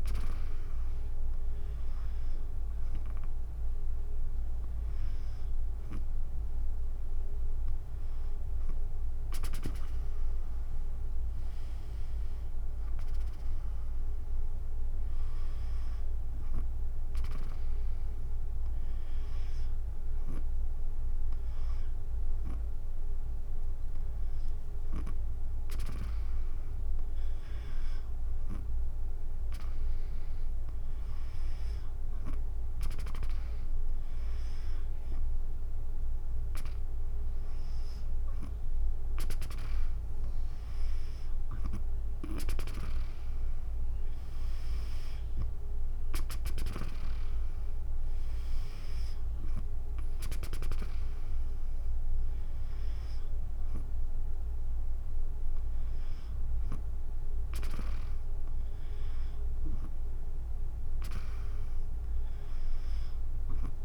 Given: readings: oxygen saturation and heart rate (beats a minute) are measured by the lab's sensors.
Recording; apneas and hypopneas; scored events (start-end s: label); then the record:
breathing in sleep by a room microphone; none
39.00-50.50 s: snoring (device-marked)
From the record:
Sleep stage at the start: N2 (light sleep); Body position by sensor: on the back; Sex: female